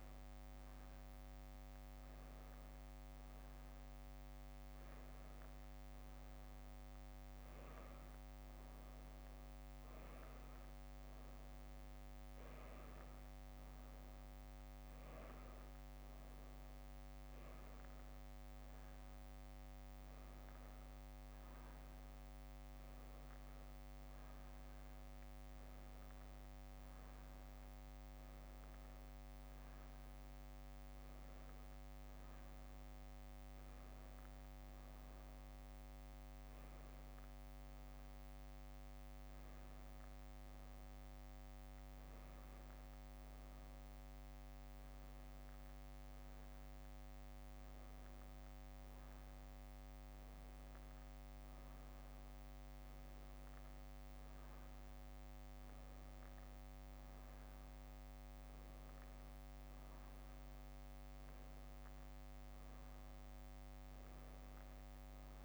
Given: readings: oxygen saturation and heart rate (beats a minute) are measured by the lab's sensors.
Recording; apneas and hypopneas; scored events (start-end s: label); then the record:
breathing in sleep, hard to hear, by a microphone on the trachea; none
2.50-65.45 s: new sleep stage, N2 (light sleep)
37.50-42.00 s: arousal
From the record:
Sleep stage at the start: N1 (lightest sleep); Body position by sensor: on the back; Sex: female